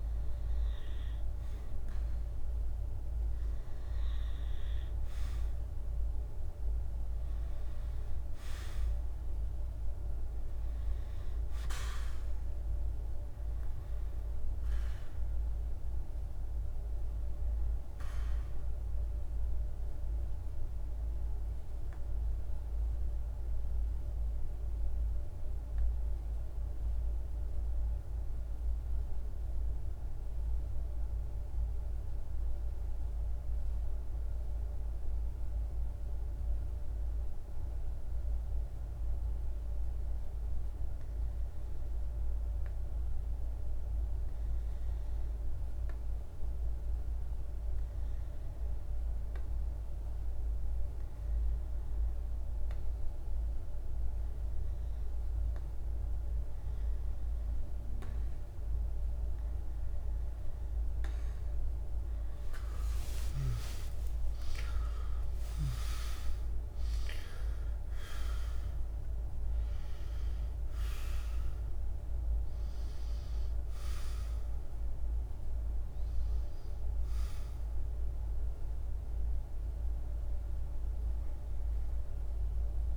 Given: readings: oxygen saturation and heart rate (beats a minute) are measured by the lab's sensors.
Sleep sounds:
breathing in sleep, hard to hear, by a room microphone; 1
0.00-1.00 s: arousal
0.00-29.00 s: oxygen desaturation (device-marked, oxygen 93% lowest, heart rate 51 extreme)
25.50-59.50 s: hypopnea (oxygen 97% before, 90% lowest, heart rate 54 before, 51 extreme, up 16 after)
46.00-82.97 s: oxygen desaturation (device-marked, oxygen 99% before, 90% lowest, heart rate 52 before, 52 extreme)
61.00-65.50 s: arousal
From the record:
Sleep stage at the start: REM sleep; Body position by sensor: on the back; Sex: male

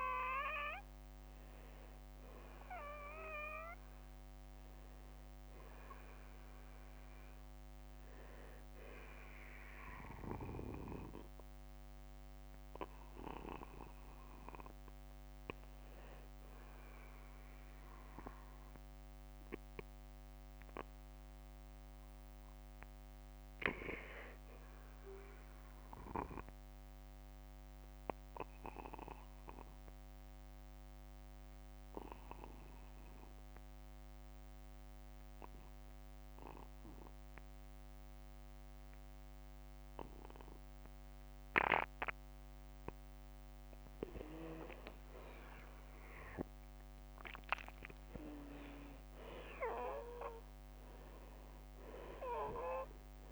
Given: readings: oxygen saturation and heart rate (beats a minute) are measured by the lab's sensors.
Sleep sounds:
breathing in sleep by a microphone on the trachea; 1
12.00-27.00 s: oxygen desaturation (device-marked, oxygen 94% before, 86% lowest, heart rate 63 before, 42 extreme)
27.50-43.00 s: obstructive apnea (oxygen 95% before, 87% lowest, heart rate 57 before, 42 extreme, up 18 after)
42.00-44.00 s: long interval between heartbeats (device-marked, heart rate 51 before, 60 extreme)
44.00-53.32 s: oxygen desaturation (device-marked, oxygen 96% before, 92% lowest, heart rate 52 before, 49 extreme)
45.00-49.50 s: arousal
From the record:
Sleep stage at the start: N2 (light sleep); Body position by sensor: on the back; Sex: male

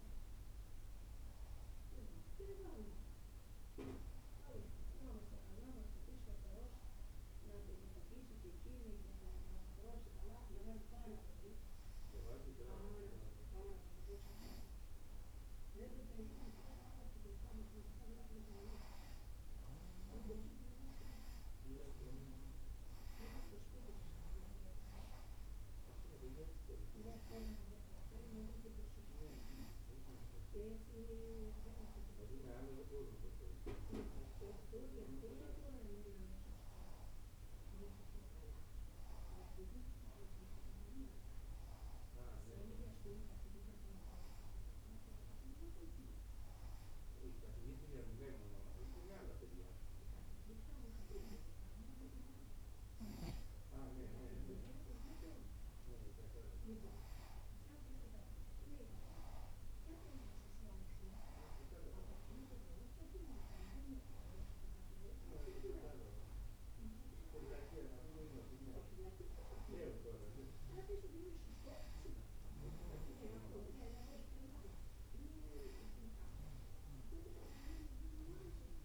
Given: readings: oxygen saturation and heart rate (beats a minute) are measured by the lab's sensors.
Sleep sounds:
breathing in sleep by a room microphone; none
18.00-32.00 s: oxygen desaturation (device-marked, oxygen 95% before, 90% lowest, heart rate 93 before, 92 extreme)
30.50-34.50 s: arousal
From the record:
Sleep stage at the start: N2 (light sleep); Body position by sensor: on the right side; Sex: female

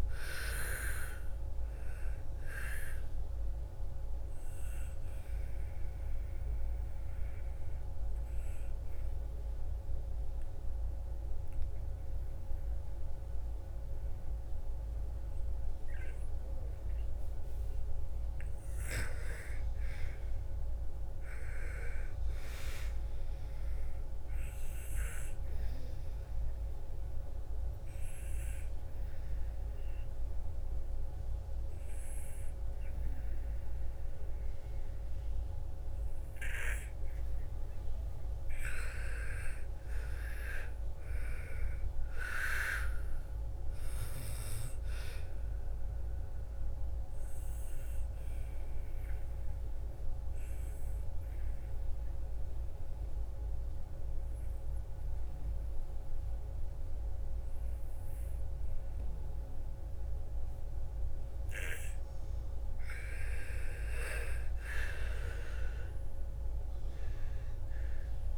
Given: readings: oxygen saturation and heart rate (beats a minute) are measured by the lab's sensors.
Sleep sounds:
breathing in sleep by a room microphone; 3
2.00-15.00 s: oxygen desaturation (device-marked, oxygen 98% before, 88% lowest, heart rate 56 before, 55 extreme)
4.00-17.50 s: obstructive apnea (oxygen 98% before, 88% lowest, heart rate 57 before, 55 extreme, up 8 after)
19.00-22.50 s: arousal
25.50-38.00 s: obstructive apnea (oxygen 98% before, 89% lowest, heart rate 58 before, 55 extreme, up 9 after)
28.00-38.00 s: oxygen desaturation (device-marked, oxygen 98% before, 91% lowest, heart rate 58 before, 55 extreme)
39.50-44.00 s: arousal
47.50-62.50 s: obstructive apnea (oxygen 98% before, 87% lowest, heart rate 59 before, 56 extreme, up 11 after)
48.00-58.00 s: oxygen desaturation (device-marked, oxygen 97% before, 89% lowest, heart rate 59 before, 56 extreme)
63.50-68.38 s: arousal
From the record:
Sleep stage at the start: N2 (light sleep); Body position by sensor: on the back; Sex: female

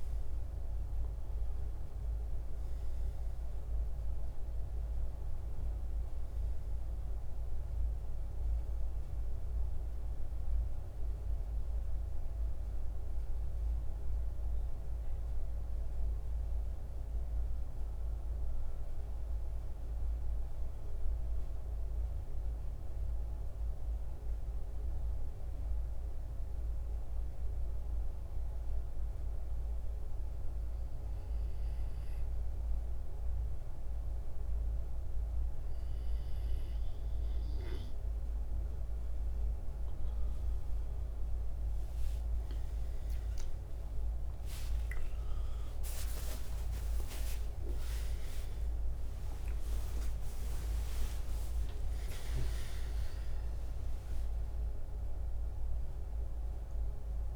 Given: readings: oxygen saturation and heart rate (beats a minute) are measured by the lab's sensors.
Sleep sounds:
breathing in sleep, hard to hear, by a room microphone; 1
15.00-38.50 s: mixed apnea (oxygen 88% before, 83% lowest, heart rate 80 before, 65 extreme, up 26 after)
41.50-47.00 s: arousal
42.50-51.50 s: oxygen desaturation (device-marked, oxygen 96% before, 89% lowest, heart rate 68 before, 67 extreme)
From the record:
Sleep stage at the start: N2 (light sleep); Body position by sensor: on the back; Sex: male

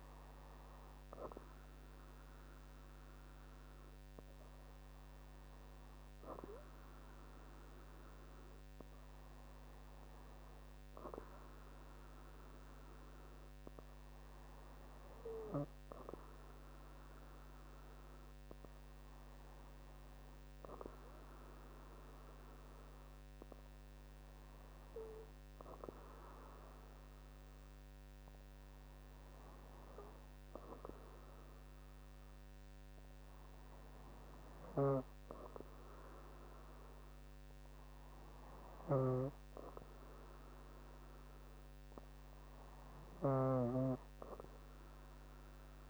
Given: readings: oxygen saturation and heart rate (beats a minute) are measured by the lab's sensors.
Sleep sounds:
breathing in sleep by a microphone on the trachea; none
none scored
From the record:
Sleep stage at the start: N2 (light sleep); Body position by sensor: on the back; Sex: female

